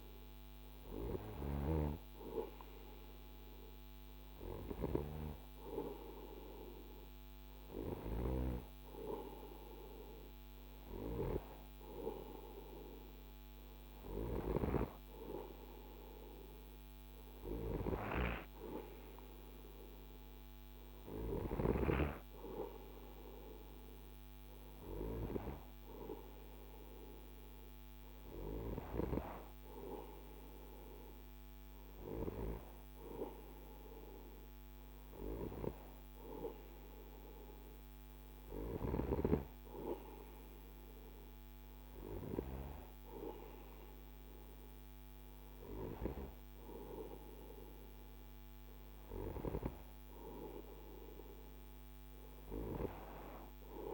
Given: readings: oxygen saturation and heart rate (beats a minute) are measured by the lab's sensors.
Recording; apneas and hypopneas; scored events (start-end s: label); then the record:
breathing in sleep by a microphone on the trachea; none
none scored
From the record:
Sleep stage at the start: N2 (light sleep); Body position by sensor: on the right side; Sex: male